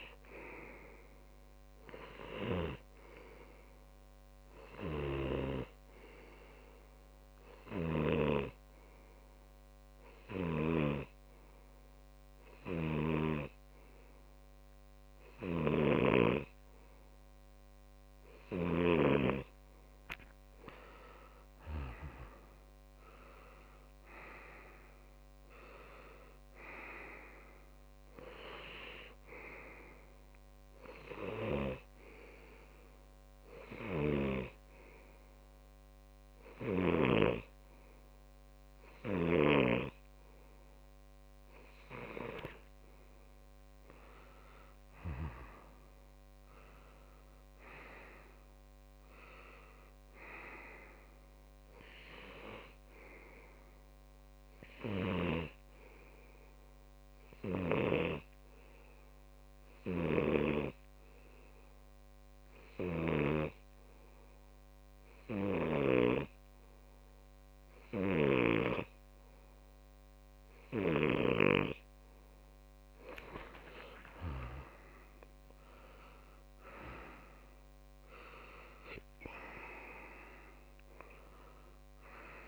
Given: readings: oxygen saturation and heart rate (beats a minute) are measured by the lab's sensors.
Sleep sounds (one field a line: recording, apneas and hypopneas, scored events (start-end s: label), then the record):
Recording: breathing in sleep by a microphone on the trachea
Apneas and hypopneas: 3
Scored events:
5.50-19.50 s: hypopnea (oxygen 97% before, 94% lowest)
13.50-20.00 s: snoring (device-marked)
21.00-24.00 s: arousal
32.50-44.00 s: hypopnea (oxygen 96% before, 95% lowest)
45.50-49.00 s: arousal
54.50-72.50 s: hypopnea (oxygen 97% before, 94% lowest)
74.50-78.50 s: arousal
From the record:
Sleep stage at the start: N2 (light sleep)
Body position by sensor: on the left side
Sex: male